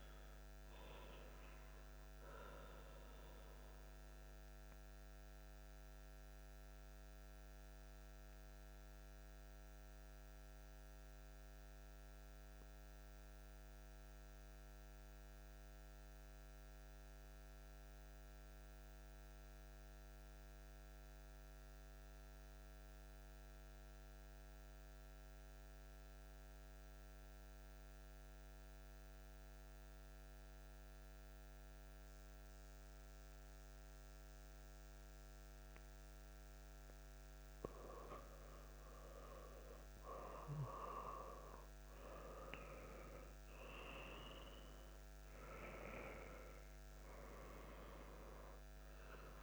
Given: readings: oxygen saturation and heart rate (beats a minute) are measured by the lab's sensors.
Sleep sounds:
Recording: breathing in sleep by a microphone on the trachea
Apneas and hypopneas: 1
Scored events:
0.00-5.00 s: oxygen desaturation (device-marked, oxygen 89% lowest)
1.50-36.50 s: central apnea (oxygen 94% before, 91% lowest)
38.00-42.00 s: arousal
41.00-49.43 s: oxygen desaturation (device-marked, oxygen 97% before, 92% lowest)
From the record:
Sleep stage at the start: N2 (light sleep)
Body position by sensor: on the back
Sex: male

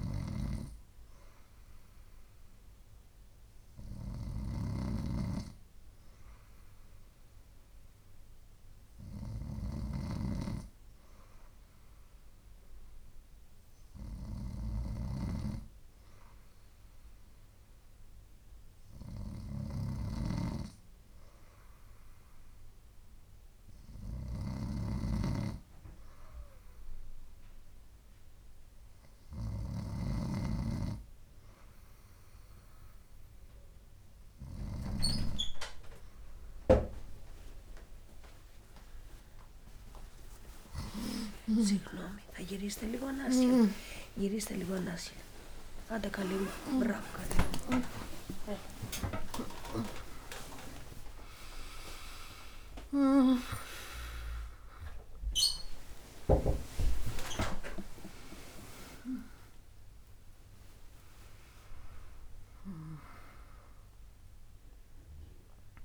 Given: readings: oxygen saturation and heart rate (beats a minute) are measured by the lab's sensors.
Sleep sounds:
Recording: a person awake in a sleep study, by a room microphone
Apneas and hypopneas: none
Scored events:
28.50-65.85 s: new sleep stage, awake
From the record:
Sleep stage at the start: N2 (light sleep)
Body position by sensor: on the right side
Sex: female

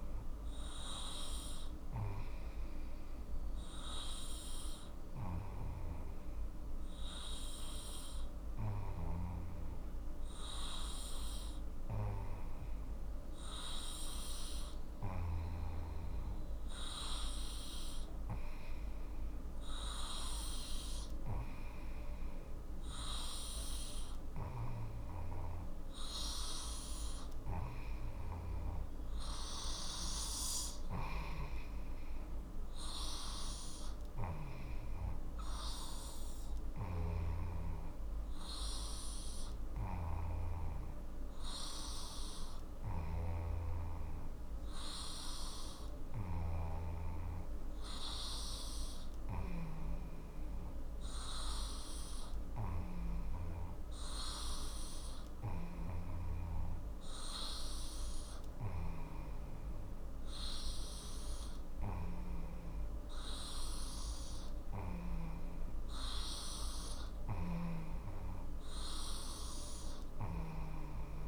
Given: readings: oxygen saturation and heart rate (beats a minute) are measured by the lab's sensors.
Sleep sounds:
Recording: breathing in sleep by a room microphone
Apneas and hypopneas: none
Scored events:
none scored
From the record:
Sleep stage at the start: N2 (light sleep)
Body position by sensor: on the left side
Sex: male

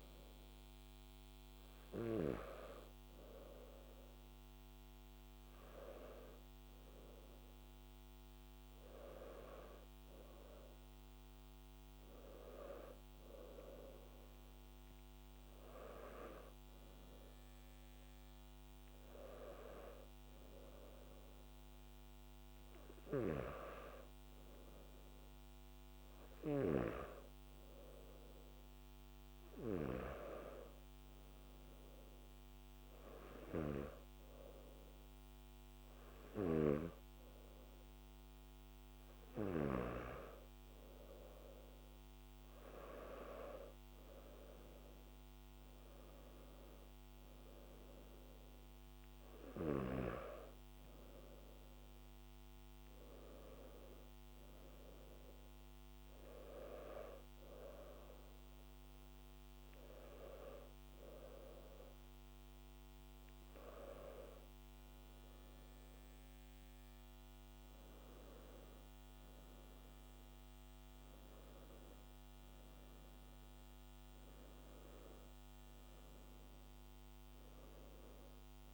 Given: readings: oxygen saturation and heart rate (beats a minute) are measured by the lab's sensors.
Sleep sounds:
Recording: breathing in sleep by a microphone on the trachea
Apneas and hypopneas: none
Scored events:
none scored
From the record:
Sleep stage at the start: N2 (light sleep)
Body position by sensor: on the back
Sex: male

